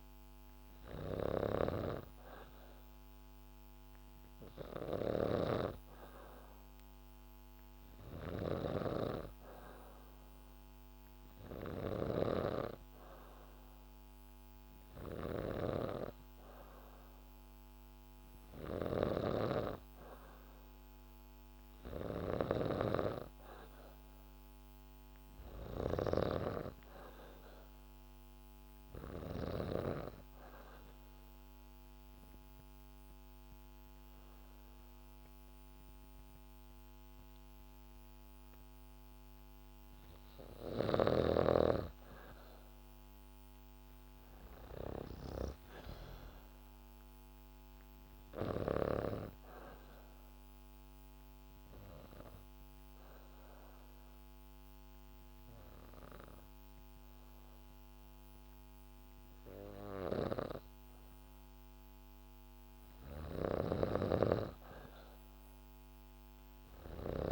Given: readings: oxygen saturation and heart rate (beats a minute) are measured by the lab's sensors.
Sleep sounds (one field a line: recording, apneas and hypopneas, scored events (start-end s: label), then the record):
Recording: breathing in sleep by a microphone on the trachea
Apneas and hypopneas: 2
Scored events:
0.00-29.50 s: snoring (device-marked)
29.50-40.00 s: obstructive apnea (oxygen 95% before, 89% lowest, heart rate 74 before, 69 extreme, up 2 after)
40.50-48.50 s: snoring (device-marked)
41.50-44.50 s: arousal
48.50-61.00 s: obstructive apnea (oxygen 94% before, 89% lowest, heart rate 74 before, 69 extreme, up 3 after)
48.50-61.50 s: oxygen desaturation (device-marked, oxygen 94% before, 89% lowest, heart rate 74 before, 69 extreme)
59.50-67.32 s: snoring (device-marked)
63.00-66.00 s: arousal
From the record:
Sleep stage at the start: N3 (deep sleep)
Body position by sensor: on the back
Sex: female